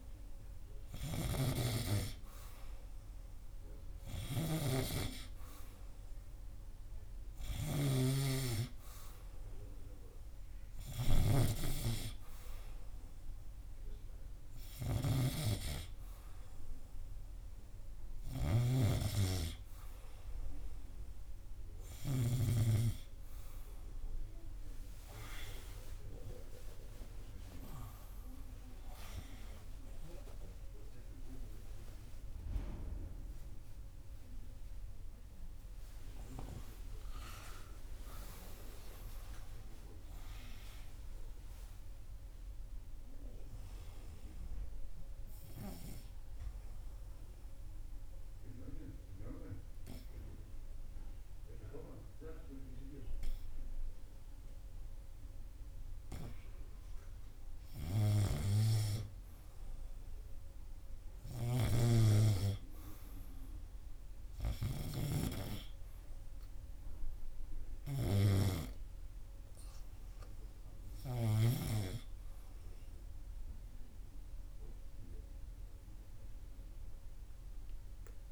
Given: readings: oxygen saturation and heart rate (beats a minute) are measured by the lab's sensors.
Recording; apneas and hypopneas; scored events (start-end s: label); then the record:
breathing in sleep by a room microphone; 1
0.00-1.00 s: arousal
0.00-2.00 s: snoring (device-marked)
6.50-78.32 s: new sleep stage, N2 (light sleep)
8.00-23.00 s: snoring (device-marked)
21.00-25.50 s: arousal
24.50-66.50 s: oxygen desaturation (device-marked, oxygen 98% before, 94% lowest, heart rate 84 before, 80 extreme)
38.00-41.50 s: arousal
44.50-58.50 s: obstructive apnea (oxygen 98% before, 94% lowest, heart rate 87 before, 80 extreme, up 0 after)
61.50-65.00 s: arousal
From the record:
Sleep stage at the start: REM sleep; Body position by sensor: on the right side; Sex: male